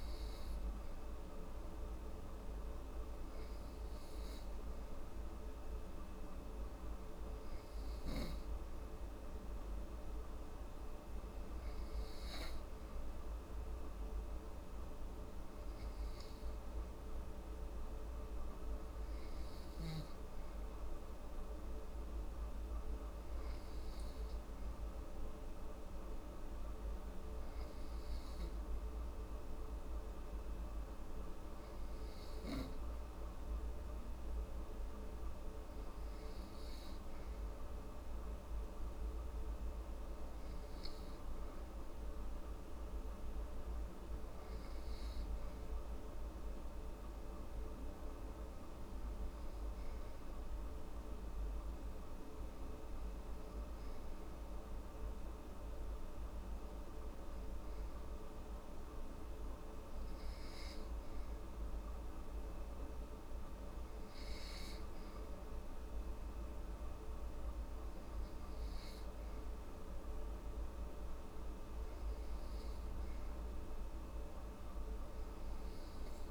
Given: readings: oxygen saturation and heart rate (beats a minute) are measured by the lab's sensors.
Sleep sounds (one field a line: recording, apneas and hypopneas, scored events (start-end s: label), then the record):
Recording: breathing in sleep, hard to hear, by a room microphone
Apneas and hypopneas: none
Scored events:
none scored
From the record:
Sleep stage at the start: N2 (light sleep)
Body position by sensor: on the back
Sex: female